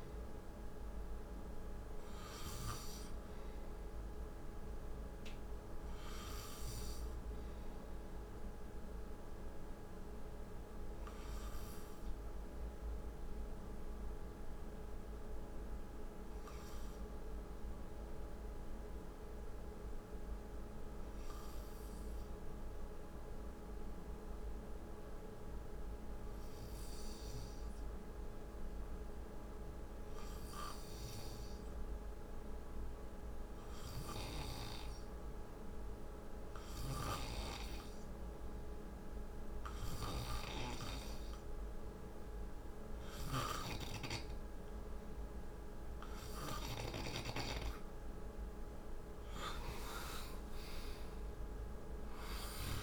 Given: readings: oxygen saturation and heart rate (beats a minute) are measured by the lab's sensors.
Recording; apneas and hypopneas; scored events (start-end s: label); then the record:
breathing in sleep by a room microphone; 1
10.00-44.00 s: hypopnea (oxygen 94% before, 91% lowest, heart rate 61 before, 53 extreme, up 8 after)
36.50-52.83 s: oxygen desaturation (device-marked, oxygen 97% before, 91% lowest, heart rate 56 before, 53 extreme)
48.00-52.83 s: arousal
From the record:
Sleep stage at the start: N2 (light sleep); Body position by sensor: on the right side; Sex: male